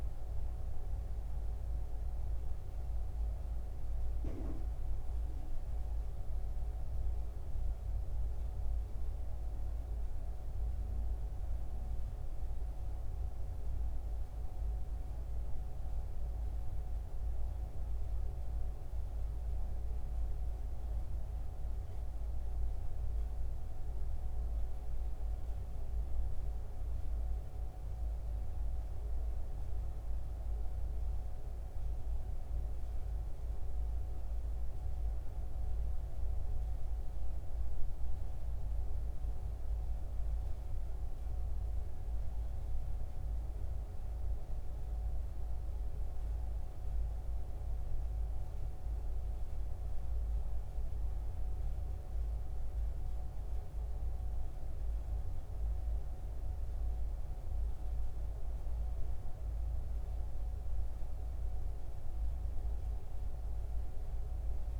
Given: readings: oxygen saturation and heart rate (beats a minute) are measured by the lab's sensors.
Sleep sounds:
breathing in sleep, hard to hear, by a room microphone; none
none scored
From the record:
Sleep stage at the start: N1 (lightest sleep); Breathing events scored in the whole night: 210 in 3.7 hours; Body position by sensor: on the back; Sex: male

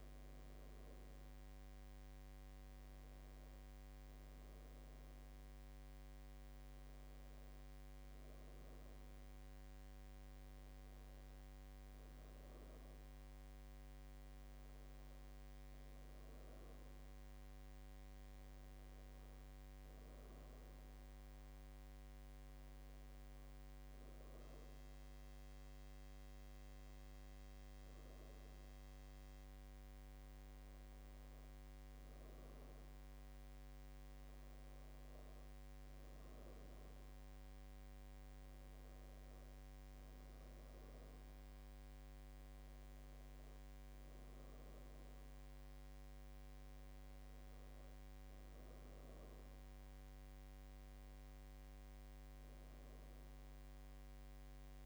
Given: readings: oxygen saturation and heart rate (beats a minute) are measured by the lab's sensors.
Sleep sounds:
breathing in sleep, hard to hear, by a microphone on the trachea; none
47.50-54.86 s: new sleep stage, N2 (light sleep)
From the record:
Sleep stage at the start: N1 (lightest sleep); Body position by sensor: on the back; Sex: female

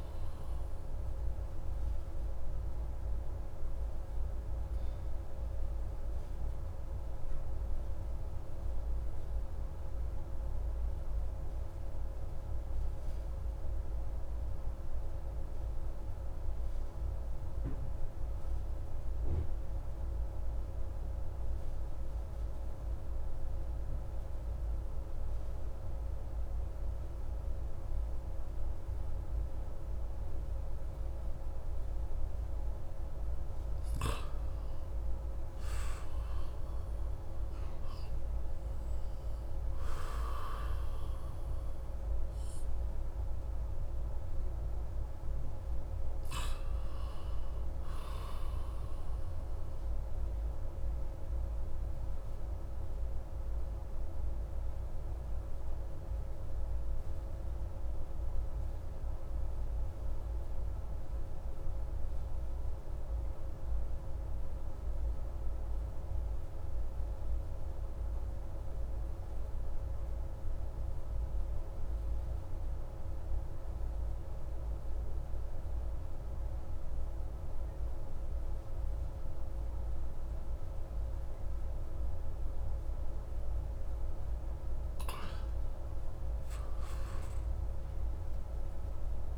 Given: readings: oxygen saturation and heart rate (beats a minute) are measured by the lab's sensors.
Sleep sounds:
breathing in sleep, hard to hear, by a room microphone; 2
0.00-12.50 s: oxygen desaturation (device-marked, oxygen 92% lowest)
0.50-32.00 s: obstructive apnea (oxygen 97% before, 90% lowest)
34.00-37.50 s: arousal
49.50-84.00 s: obstructive apnea (oxygen 97% before, 92% lowest)
56.50-68.50 s: oxygen desaturation (device-marked, oxygen 95% before, 92% lowest)
From the record:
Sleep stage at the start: N2 (light sleep); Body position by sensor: on the back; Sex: male

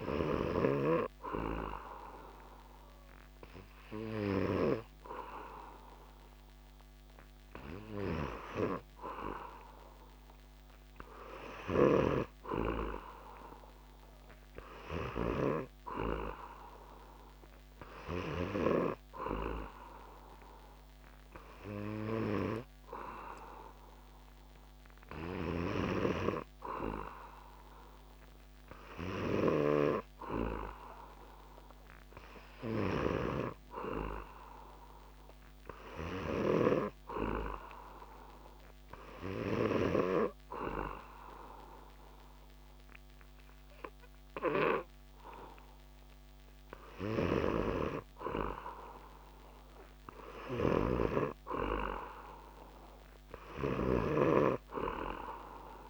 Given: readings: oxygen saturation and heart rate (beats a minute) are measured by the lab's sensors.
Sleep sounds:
breathing in sleep by a microphone on the trachea; none
0.00-5.50 s: oxygen desaturation (device-marked, oxygen 96% lowest)
14.50-32.50 s: oxygen desaturation (device-marked, oxygen 99% before, 96% lowest)
From the record:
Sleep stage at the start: N2 (light sleep); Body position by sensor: on the back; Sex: male

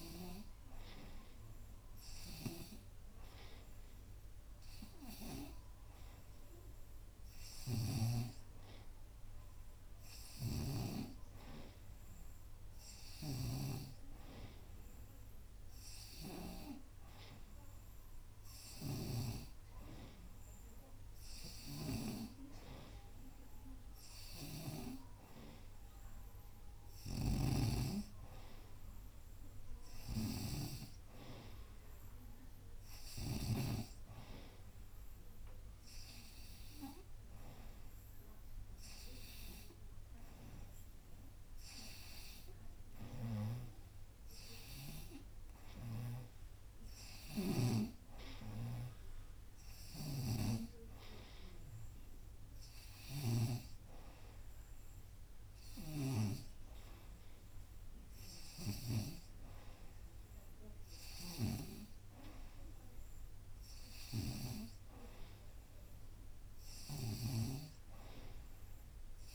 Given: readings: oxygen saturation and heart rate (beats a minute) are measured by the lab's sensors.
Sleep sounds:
breathing in sleep by a room microphone; none
7.50-11.00 s: snoring (device-marked)
13.00-16.50 s: snoring (device-marked)
14.50-69.35 s: new sleep stage, N3 (deep sleep)
18.50-25.00 s: snoring (device-marked)
27.00-33.50 s: snoring (device-marked)
47.00-53.50 s: snoring (device-marked)
55.50-67.50 s: snoring (device-marked)
From the record:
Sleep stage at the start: N2 (light sleep); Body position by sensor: on the right side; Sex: female

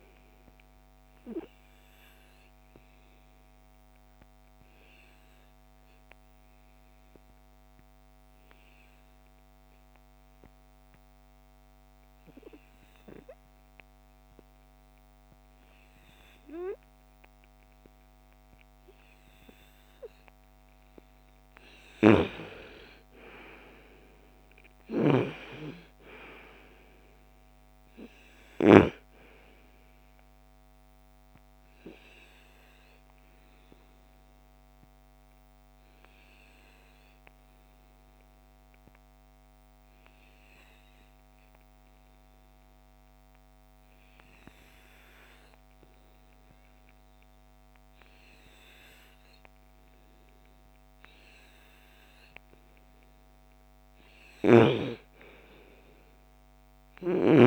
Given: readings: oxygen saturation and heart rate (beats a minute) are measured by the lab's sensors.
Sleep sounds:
breathing in sleep by a microphone on the trachea; 2
0.00-15.50 s: oxygen desaturation (device-marked, oxygen 90% lowest, heart rate 46 extreme)
0.50-19.50 s: obstructive apnea (oxygen 98% before, 90% lowest, heart rate 55 before, 46 extreme, up 19 after)
21.50-25.00 s: arousal
26.50-41.50 s: oxygen desaturation (device-marked, oxygen 97% before, 90% lowest, heart rate 55 before, 46 extreme)
30.50-52.00 s: obstructive apnea (oxygen 97% before, 82% lowest, heart rate 56 before, 46 extreme, up 19 after)
53.50-57.00 s: arousal
55.50-57.47 s: oxygen desaturation (device-marked, oxygen 98% before, 91% lowest, heart rate 55 before, 37 extreme)
From the record:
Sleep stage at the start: N2 (light sleep); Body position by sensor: on the front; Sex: female

